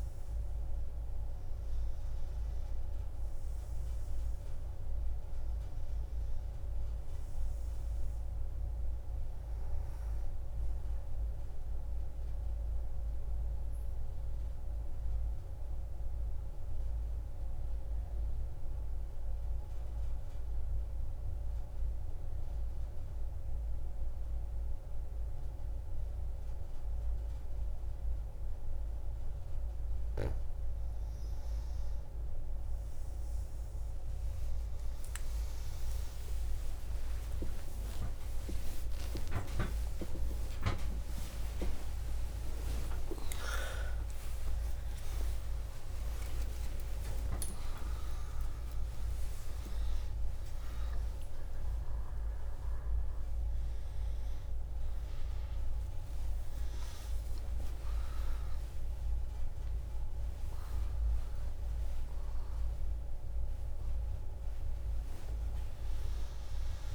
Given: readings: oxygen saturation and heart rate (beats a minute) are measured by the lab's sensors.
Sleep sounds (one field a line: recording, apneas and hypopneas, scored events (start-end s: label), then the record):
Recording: a person partly awake in a sleep study, by a room microphone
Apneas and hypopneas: 1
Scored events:
0.00-3.00 s: arousal
4.00-22.00 s: oxygen desaturation (device-marked, oxygen 97% before, 89% lowest)
12.00-29.50 s: mixed apnea (oxygen 97% before, 89% lowest)
49.00-66.94 s: new sleep stage, awake
49.00-66.94 s: oxygen desaturation (device-marked, oxygen 95% before, 89% lowest)
From the record:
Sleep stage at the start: N2 (light sleep)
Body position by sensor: on the back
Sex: female